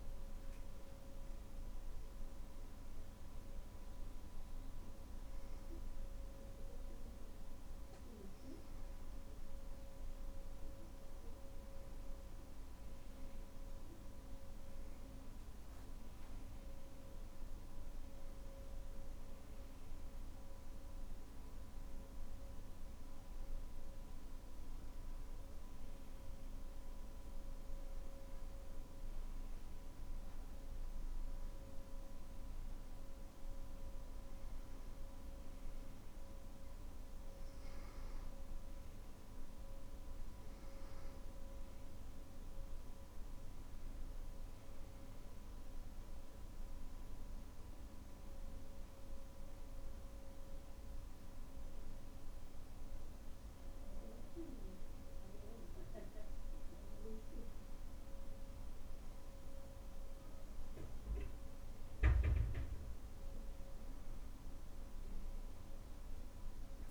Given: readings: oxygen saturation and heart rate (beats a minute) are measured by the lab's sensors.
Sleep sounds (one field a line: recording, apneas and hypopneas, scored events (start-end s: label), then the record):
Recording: breathing in sleep, hard to hear, by a room microphone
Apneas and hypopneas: none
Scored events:
none scored
From the record:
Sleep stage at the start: N2 (light sleep)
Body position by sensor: on the back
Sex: male